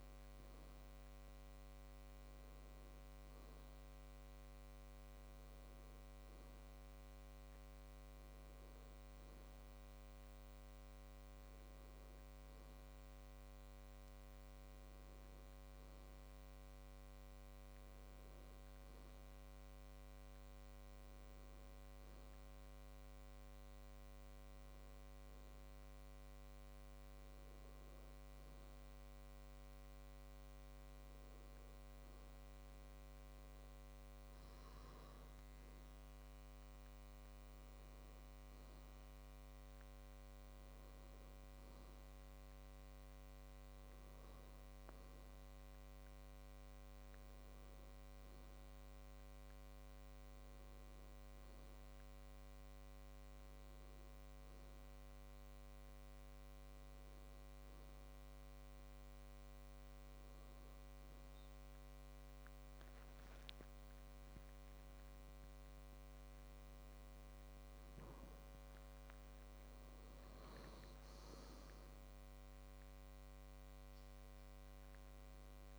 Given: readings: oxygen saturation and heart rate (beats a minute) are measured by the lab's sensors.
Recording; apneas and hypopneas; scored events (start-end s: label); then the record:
breathing in sleep, hard to hear, by a microphone on the trachea; none
60.00-65.50 s: arousal
From the record:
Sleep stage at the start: N1 (lightest sleep); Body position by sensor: on the back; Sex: male